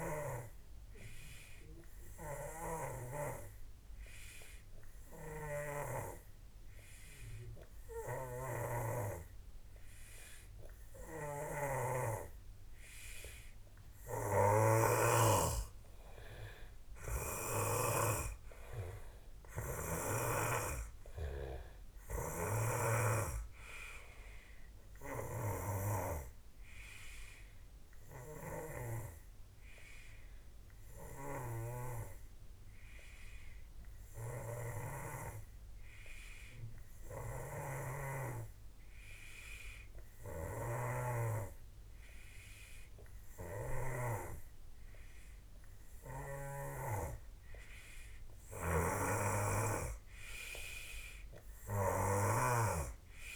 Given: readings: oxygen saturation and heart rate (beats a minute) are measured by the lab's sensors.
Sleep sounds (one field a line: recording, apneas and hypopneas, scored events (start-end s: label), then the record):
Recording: breathing in sleep by a room microphone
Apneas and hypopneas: none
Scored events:
2.00-20.50 s: snoring (device-marked)
31.00-35.00 s: snoring (device-marked)
37.00-44.00 s: snoring (device-marked)
48.50-52.50 s: snoring (device-marked)
From the record:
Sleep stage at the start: N2 (light sleep)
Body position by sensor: on the back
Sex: male